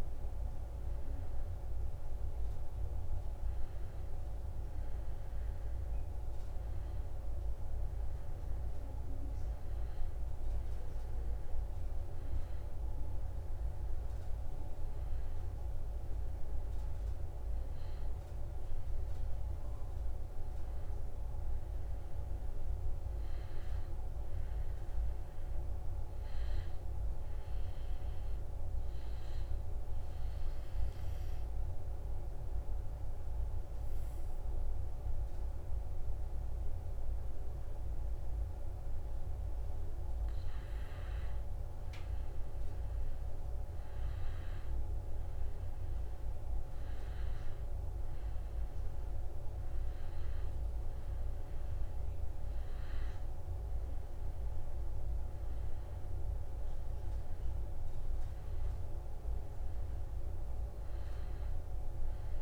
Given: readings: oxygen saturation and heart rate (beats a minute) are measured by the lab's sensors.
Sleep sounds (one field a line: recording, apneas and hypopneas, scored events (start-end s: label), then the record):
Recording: breathing in sleep, hard to hear, by a room microphone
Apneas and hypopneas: 1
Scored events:
9.50-14.00 s: arousal
30.00-40.50 s: obstructive apnea (oxygen 96% before, 91% lowest, heart rate 74 before, 68 extreme, up 2 after)
43.50-47.50 s: arousal
47.50-60.50 s: oxygen desaturation (device-marked, oxygen 94% before, 91% lowest, heart rate 70 before, 72 extreme)
From the record:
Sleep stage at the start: N2 (light sleep)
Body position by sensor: on the back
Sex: male